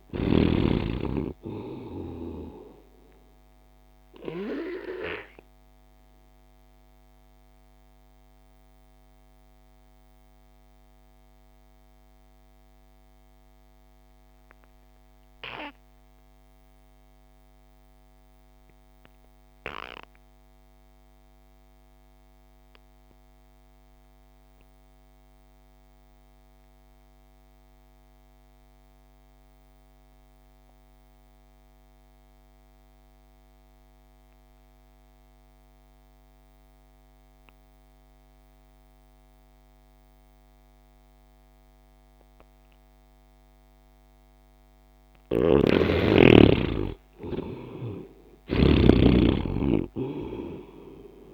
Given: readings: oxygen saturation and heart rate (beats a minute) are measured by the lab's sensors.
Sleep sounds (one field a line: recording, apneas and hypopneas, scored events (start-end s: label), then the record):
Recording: breathing in sleep by a microphone on the trachea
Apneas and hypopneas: 1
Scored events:
0.00-18.00 s: oxygen desaturation (device-marked, oxygen 60% lowest)
5.00-45.50 s: mixed apnea (oxygen 88% before, 60% lowest)
20.00-51.34 s: oxygen desaturation (device-marked, oxygen 99% before, 63% lowest)
45.50-51.34 s: snoring (device-marked)
47.50-50.50 s: arousal
From the record:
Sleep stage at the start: REM sleep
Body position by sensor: on the right side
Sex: male